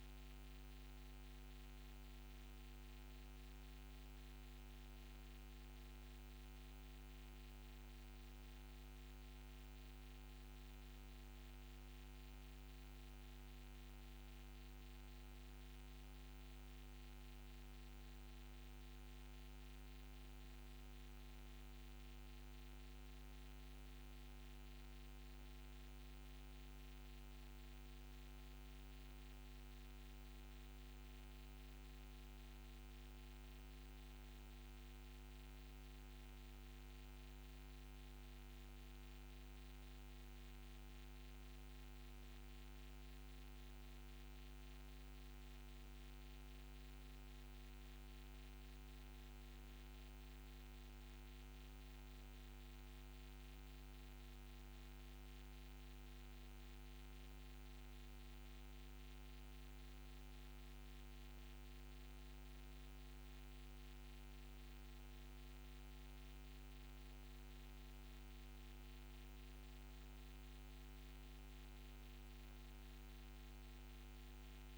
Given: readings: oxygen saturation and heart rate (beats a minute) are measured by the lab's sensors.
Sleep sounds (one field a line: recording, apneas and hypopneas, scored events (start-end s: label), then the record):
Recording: breathing in sleep, hard to hear, by a microphone on the trachea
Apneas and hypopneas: none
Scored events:
none scored
From the record:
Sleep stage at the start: N1 (lightest sleep)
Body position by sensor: on the back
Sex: female